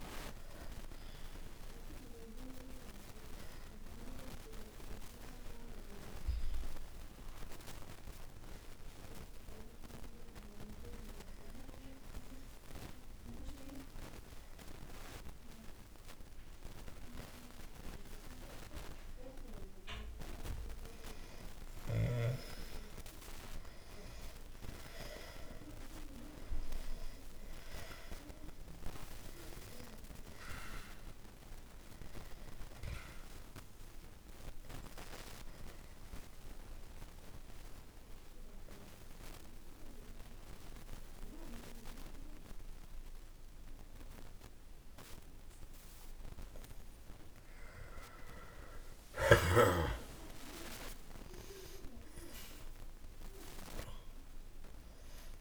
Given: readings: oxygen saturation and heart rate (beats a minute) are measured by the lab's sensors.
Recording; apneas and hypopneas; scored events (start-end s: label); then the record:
breathing in sleep by a room microphone; 2
9.00-20.00 s: obstructive apnea (oxygen 96% before, 92% lowest, heart rate 65 before, 61 extreme, up 0 after)
22.50-27.50 s: arousal
32.50-47.50 s: oxygen desaturation (device-marked, oxygen 95% before, 92% lowest, heart rate 62 before, 61 extreme)
35.50-47.00 s: obstructive apnea (oxygen 96% before, 92% lowest, heart rate 62 before, 61 extreme, up 6 after)
48.00-53.50 s: arousal
From the record:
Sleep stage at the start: N2 (light sleep); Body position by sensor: on the back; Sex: male